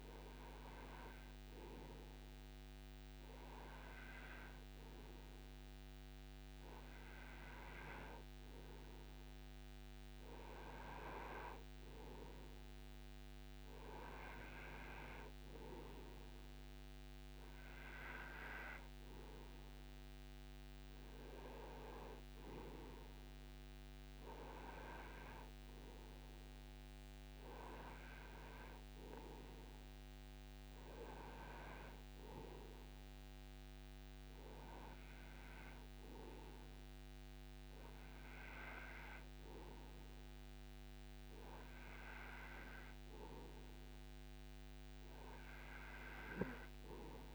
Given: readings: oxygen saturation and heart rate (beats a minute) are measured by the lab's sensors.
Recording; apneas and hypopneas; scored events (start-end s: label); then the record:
breathing in sleep by a microphone on the trachea; none
none scored
From the record:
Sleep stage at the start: N2 (light sleep); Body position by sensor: on the right side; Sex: male